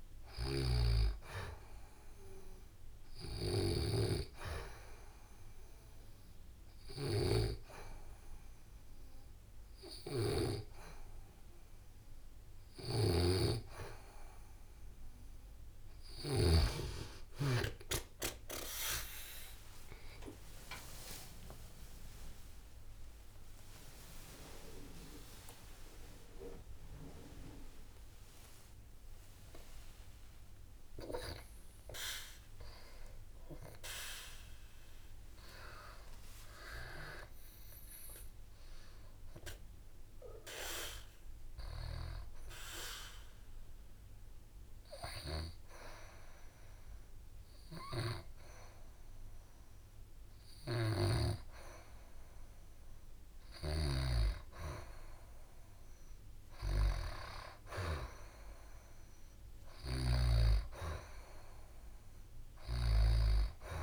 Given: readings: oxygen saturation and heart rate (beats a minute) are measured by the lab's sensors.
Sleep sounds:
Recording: breathing in sleep by a room microphone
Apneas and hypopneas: 2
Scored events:
0.00-3.50 s: snoring (device-marked)
3.00-14.00 s: hypopnea (oxygen 93% before, 88% lowest, heart rate 69 before, 70 extreme, up 22 after)
12.50-16.00 s: snoring (device-marked)
19.50-26.00 s: arousal
20.50-29.50 s: leg movement (device-marked)
21.00-23.00 s: long interval between heartbeats (device-marked, heart rate 71 before, 92 extreme)
29.00-35.00 s: oxygen desaturation (device-marked, oxygen 93% before, 88% lowest, heart rate 80 before, 64 extreme)
41.00-52.50 s: hypopnea (oxygen 93% before, 89% lowest, heart rate 87 before, 64 extreme, up 3 after)
50.00-59.50 s: snoring (device-marked)
55.00-58.50 s: arousal
From the record:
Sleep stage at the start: N2 (light sleep)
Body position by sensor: on the back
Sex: female

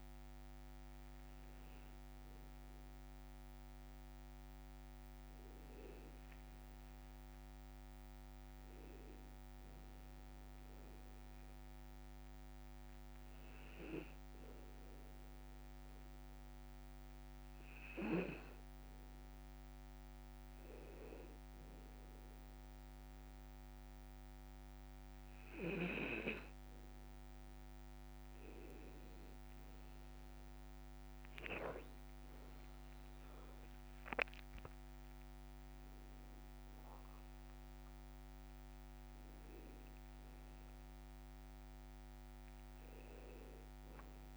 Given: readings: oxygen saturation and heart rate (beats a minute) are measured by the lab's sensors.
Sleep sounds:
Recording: breathing in sleep by a microphone on the trachea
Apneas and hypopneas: 1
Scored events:
12.50-27.00 s: hypopnea (oxygen 98% before, 95% lowest, heart rate 60 before, 56 extreme, up 6 after)
29.00-33.00 s: arousal
From the record:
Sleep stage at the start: N2 (light sleep)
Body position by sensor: on the back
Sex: male

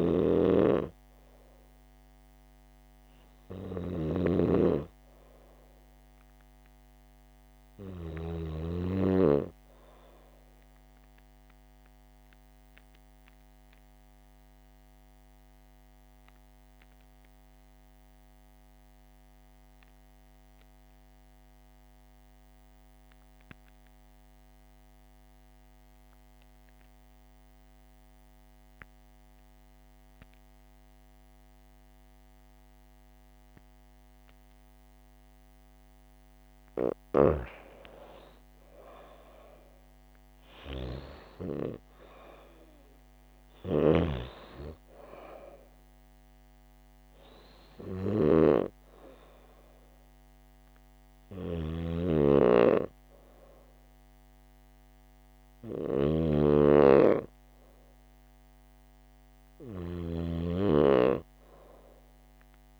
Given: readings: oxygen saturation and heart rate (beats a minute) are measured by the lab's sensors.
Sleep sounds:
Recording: breathing in sleep by a microphone on the trachea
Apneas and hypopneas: 1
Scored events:
0.00-8.50 s: snoring (device-marked)
0.00-10.50 s: oxygen desaturation (device-marked, oxygen 93% lowest, heart rate 72 extreme)
11.00-37.00 s: obstructive apnea (oxygen 97% before, 87% lowest, heart rate 77 before, 72 extreme, up 5 after)
33.50-59.50 s: oxygen desaturation (device-marked, oxygen 97% before, 87% lowest, heart rate 74 before, 74 extreme)
39.00-42.50 s: arousal
44.00-60.50 s: snoring (device-marked)
From the record:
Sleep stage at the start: N2 (light sleep)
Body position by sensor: on the right side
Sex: female

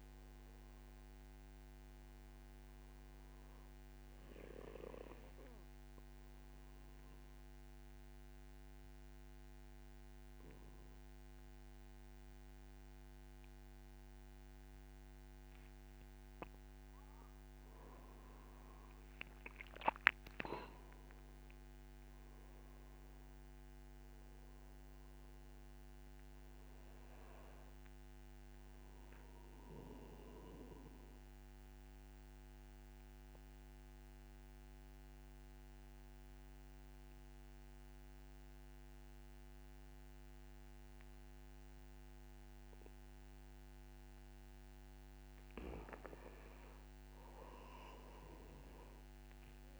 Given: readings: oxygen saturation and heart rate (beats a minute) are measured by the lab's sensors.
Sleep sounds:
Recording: breathing in sleep by a microphone on the trachea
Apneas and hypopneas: 2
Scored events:
0.00-12.00 s: oxygen desaturation (device-marked, oxygen 91% lowest, heart rate 57 extreme)
2.00-16.50 s: obstructive apnea (oxygen 95% before, 91% lowest, heart rate 65 before, 57 extreme, up 9 after)
19.00-22.50 s: arousal
22.00-40.00 s: oxygen desaturation (device-marked, oxygen 96% before, 92% lowest, heart rate 70 before, 57 extreme)
31.00-43.00 s: obstructive apnea (oxygen 96% before, 89% lowest, heart rate 69 before, 58 extreme, up 3 after)
44.50-47.50 s: arousal
From the record:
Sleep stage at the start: N2 (light sleep)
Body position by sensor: on the back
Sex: male

